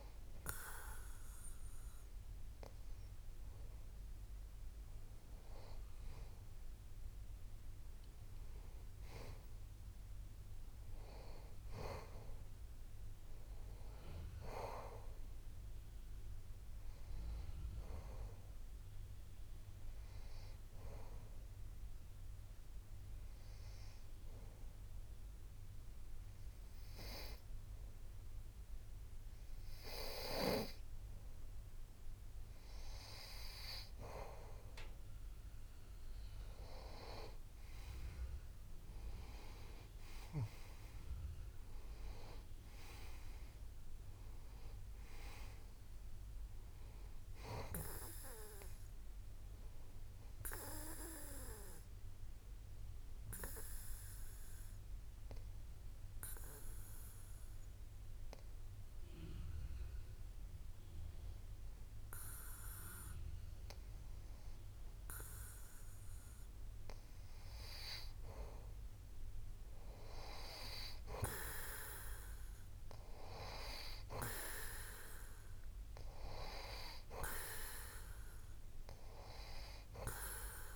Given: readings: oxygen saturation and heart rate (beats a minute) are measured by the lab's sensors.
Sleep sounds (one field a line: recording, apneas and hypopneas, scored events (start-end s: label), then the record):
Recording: breathing in sleep by a room microphone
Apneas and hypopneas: 2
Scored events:
21.50-33.00 s: obstructive apnea (oxygen 94% before, 90% lowest)
37.50-41.00 s: arousal
40.50-48.50 s: oxygen desaturation (device-marked, oxygen 93% before, 90% lowest)
53.50-67.50 s: obstructive apnea (oxygen 94% before, 90% lowest)
71.00-74.50 s: arousal
From the record:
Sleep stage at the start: N2 (light sleep)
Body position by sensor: on the back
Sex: male